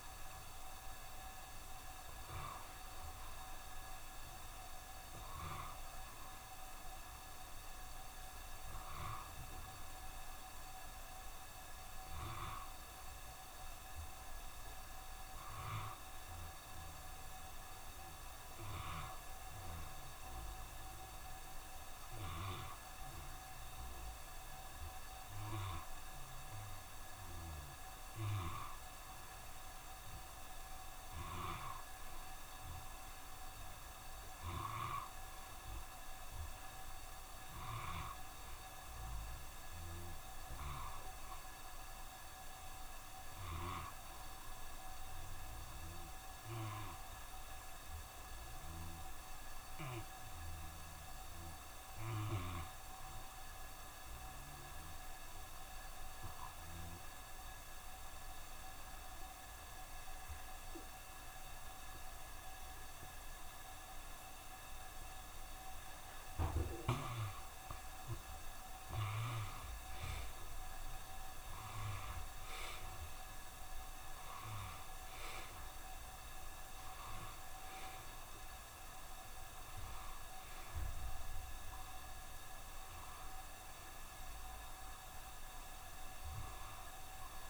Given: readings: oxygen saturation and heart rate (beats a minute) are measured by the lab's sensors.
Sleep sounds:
breathing in sleep by a room microphone; 2
0.00-3.00 s: oxygen desaturation (device-marked, oxygen 88% lowest, heart rate 67 extreme)
8.50-13.50 s: arousal
17.00-29.50 s: hypopnea (oxygen 93% before, 84% lowest, heart rate 67 before, 67 extreme, up 1 after)
33.00-37.50 s: arousal
54.50-66.50 s: obstructive apnea (oxygen 92% before, 84% lowest, heart rate 68 before, 67 extreme, up 1 after)
65.00-87.50 s: oxygen desaturation (device-marked, oxygen 91% before, 84% lowest, heart rate 68 before, 66 extreme)
69.50-74.50 s: arousal
From the record:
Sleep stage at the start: N1 (lightest sleep); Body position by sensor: on the back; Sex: male

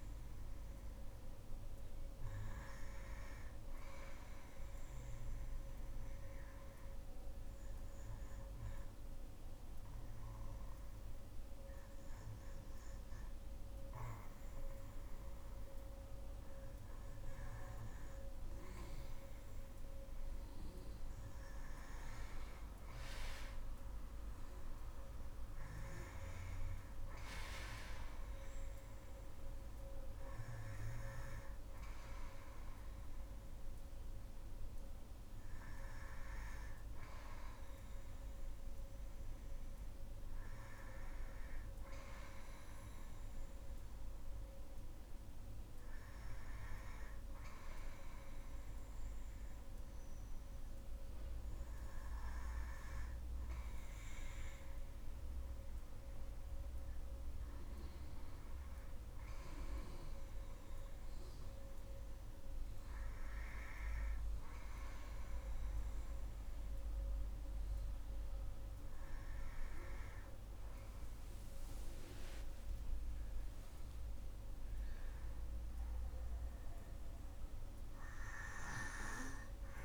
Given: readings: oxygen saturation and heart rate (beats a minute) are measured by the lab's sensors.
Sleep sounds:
breathing in sleep by a room microphone; 1
0.00-17.00 s: oxygen desaturation (device-marked, oxygen 97% before, 92% lowest, heart rate 61 before, 53 extreme)
5.50-19.00 s: obstructive apnea (oxygen 97% before, 87% lowest, heart rate 60 before, 53 extreme, up 11 after)
21.50-25.00 s: arousal
23.00-39.00 s: oxygen desaturation (device-marked, oxygen 94% before, 87% lowest, heart rate 58 before, 61 extreme)
70.50-74.50 s: arousal
From the record:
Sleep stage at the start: N2 (light sleep); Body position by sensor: on the back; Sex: female

